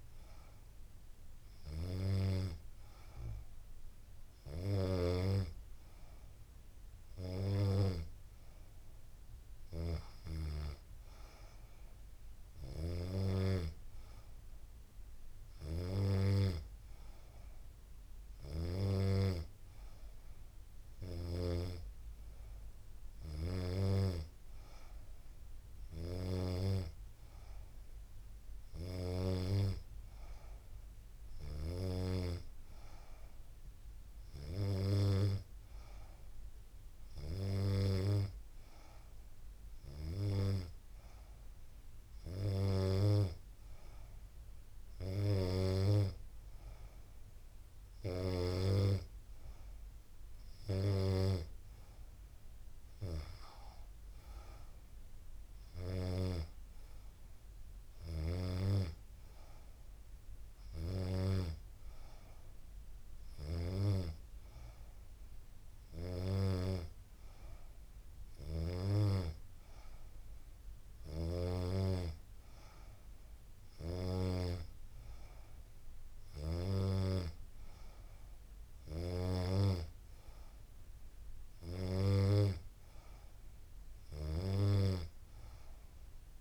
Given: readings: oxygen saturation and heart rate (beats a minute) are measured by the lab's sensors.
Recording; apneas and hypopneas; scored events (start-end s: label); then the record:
breathing in sleep by a room microphone; none
none scored
From the record:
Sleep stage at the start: N2 (light sleep); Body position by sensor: on the back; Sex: female